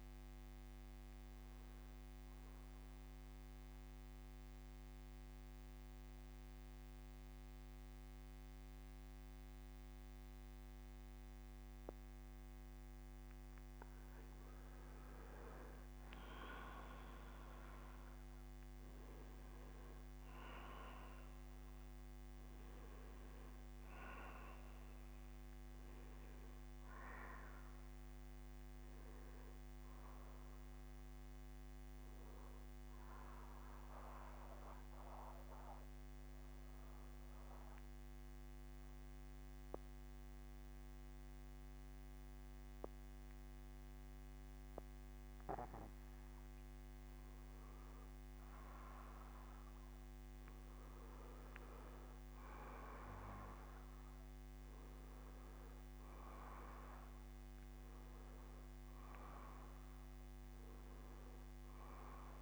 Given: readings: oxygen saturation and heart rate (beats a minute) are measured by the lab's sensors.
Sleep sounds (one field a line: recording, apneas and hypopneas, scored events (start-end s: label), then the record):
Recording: breathing in sleep by a microphone on the trachea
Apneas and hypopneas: 2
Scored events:
2.00-13.00 s: central apnea (oxygen 96% before, 89% lowest, heart rate 62 before, 56 extreme, up 11 after)
11.50-14.50 s: bradycardia (device-marked, heart rate 64 before, 63 extreme)
15.00-20.00 s: arousal
15.50-18.50 s: bradycardia (device-marked, heart rate 64 before, 56 extreme)
16.50-35.50 s: oxygen desaturation (device-marked, oxygen 96% before, 90% lowest, heart rate 62 before, 54 extreme)
32.50-46.00 s: mixed apnea (oxygen 96% before, 89% lowest, heart rate 63 before, 54 extreme, up 14 after)
37.50-39.50 s: bradycardia (device-marked, heart rate 64 before, 63 extreme)
41.50-44.50 s: bradycardia (device-marked, heart rate 64 before, 56 extreme)
45.50-47.50 s: bradycardia (device-marked, heart rate 64 before, 54 extreme)
50.00-53.50 s: arousal
55.50-62.42 s: oxygen desaturation (device-marked, oxygen 94% before, 89% lowest, heart rate 62 before, 49 extreme)
57.50-59.50 s: bradycardia (device-marked, heart rate 64 before, 66 extreme)
From the record:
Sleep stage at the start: N2 (light sleep)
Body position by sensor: on the back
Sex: male